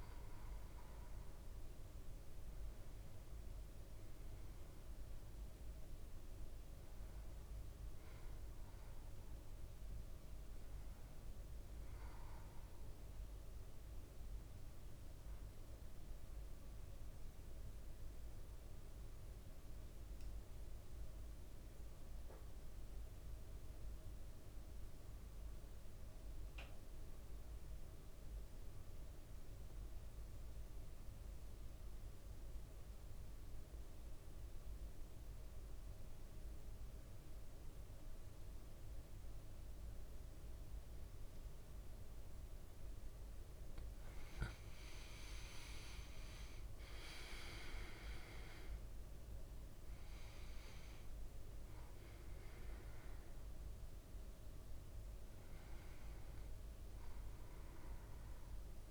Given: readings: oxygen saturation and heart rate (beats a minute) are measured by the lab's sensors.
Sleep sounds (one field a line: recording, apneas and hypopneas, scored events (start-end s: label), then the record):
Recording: breathing in sleep, hard to hear, by a room microphone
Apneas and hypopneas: 1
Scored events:
9.00-13.00 s: arousal
16.50-43.00 s: central apnea (oxygen 100% before, 92% lowest, heart rate 56 before, 54 extreme, up 5 after)
42.50-58.91 s: oxygen desaturation (device-marked, oxygen 99% before, 92% lowest, heart rate 56 before, 54 extreme)
45.50-49.50 s: arousal
From the record:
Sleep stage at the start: N2 (light sleep)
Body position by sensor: on the back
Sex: male